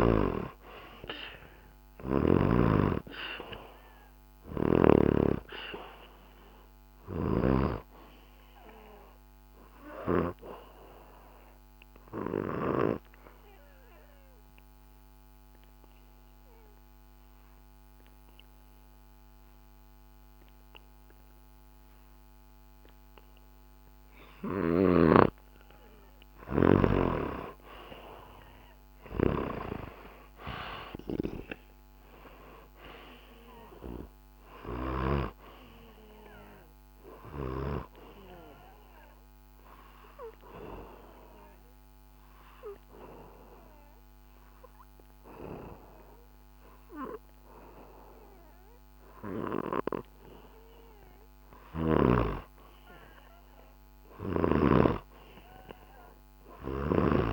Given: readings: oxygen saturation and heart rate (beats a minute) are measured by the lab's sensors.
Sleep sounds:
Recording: breathing in sleep by a microphone on the trachea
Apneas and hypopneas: 2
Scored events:
0.00-1.50 s: arousal
1.50-20.50 s: oxygen desaturation (device-marked, oxygen 97% before, 90% lowest, heart rate 66 before, 57 extreme)
9.50-26.00 s: obstructive apnea (oxygen 97% before, 90% lowest, heart rate 62 before, 64 extreme, up 2 after)
24.50-35.00 s: snoring (device-marked)
28.50-32.50 s: arousal
33.50-51.50 s: oxygen desaturation (device-marked, oxygen 96% before, 90% lowest, heart rate 65 before, 65 extreme)
38.00-50.50 s: obstructive apnea (oxygen 96% before, 90% lowest, heart rate 65 before, 65 extreme, up 3 after)
52.50-56.00 s: arousal
From the record:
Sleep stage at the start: N2 (light sleep)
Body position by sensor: on the back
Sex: male

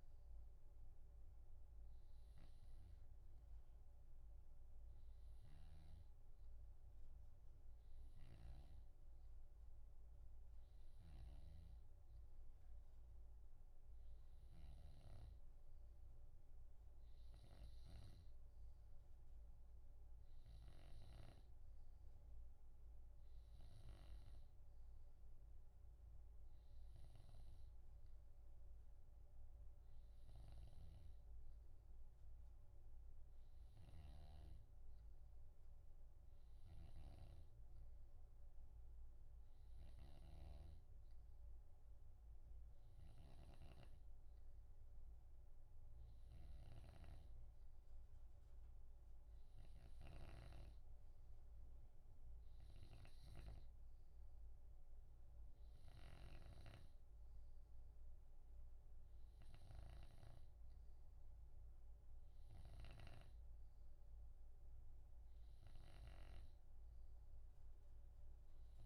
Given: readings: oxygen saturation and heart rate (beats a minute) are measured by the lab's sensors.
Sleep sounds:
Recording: breathing in sleep by a room microphone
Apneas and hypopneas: none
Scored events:
0.00-17.50 s: oxygen desaturation (device-marked, oxygen 89% lowest, heart rate 58 extreme)
5.50-9.00 s: snoring (device-marked)
11.00-21.50 s: snoring (device-marked)
30.50-68.86 s: snoring (device-marked)
From the record:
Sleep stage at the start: N2 (light sleep)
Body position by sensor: on the left side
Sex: male

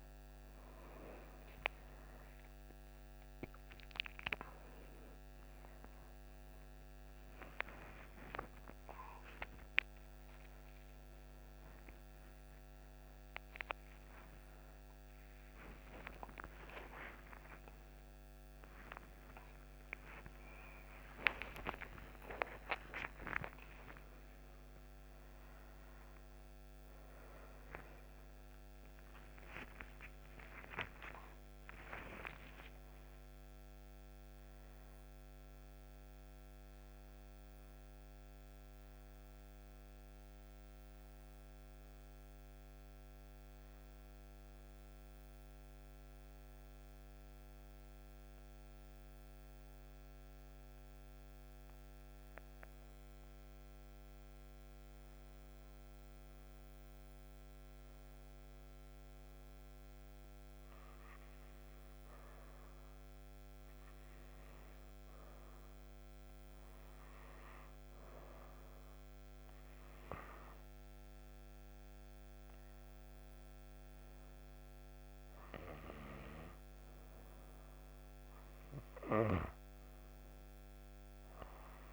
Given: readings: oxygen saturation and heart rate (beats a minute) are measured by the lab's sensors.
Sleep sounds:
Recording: a person partly awake in a sleep study, by a microphone on the trachea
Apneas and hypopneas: 1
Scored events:
0.00-44.00 s: oxygen desaturation (device-marked, oxygen 87% lowest, heart rate 61 extreme)
6.00-36.00 s: new sleep stage, awake
36.00-66.00 s: new sleep stage, N1 (lightest sleep)
58.50-69.50 s: hypopnea (oxygen 99% before, 92% lowest, heart rate 70 before, 61 extreme, up 15 after)
59.00-81.93 s: oxygen desaturation (device-marked, oxygen 99% before, 92% lowest, heart rate 69 before, 61 extreme)
66.00-81.93 s: new sleep stage, N2 (light sleep)
71.50-76.00 s: arousal
From the record:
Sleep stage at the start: N2 (light sleep)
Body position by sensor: on the right side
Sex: female

